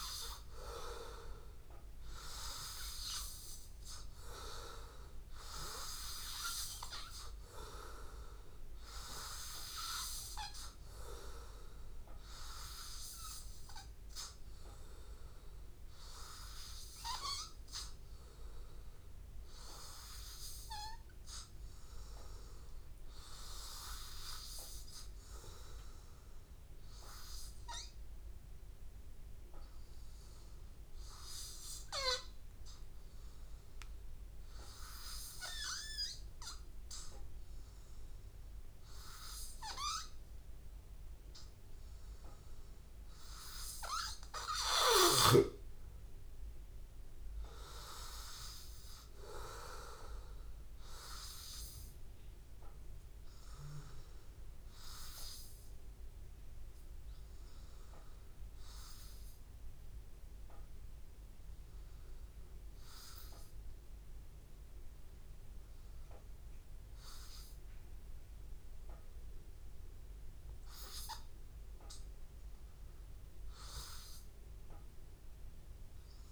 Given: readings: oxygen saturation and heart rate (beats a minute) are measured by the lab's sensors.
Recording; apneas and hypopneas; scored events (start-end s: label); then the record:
breathing in sleep by a room microphone; 1
14.00-18.50 s: arousal
25.00-42.00 s: hypopnea (oxygen 97% before, 93% lowest, heart rate 84 before, 82 extreme, up 0 after)
43.50-47.50 s: arousal
From the record:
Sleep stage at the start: N2 (light sleep); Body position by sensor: on the back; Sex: male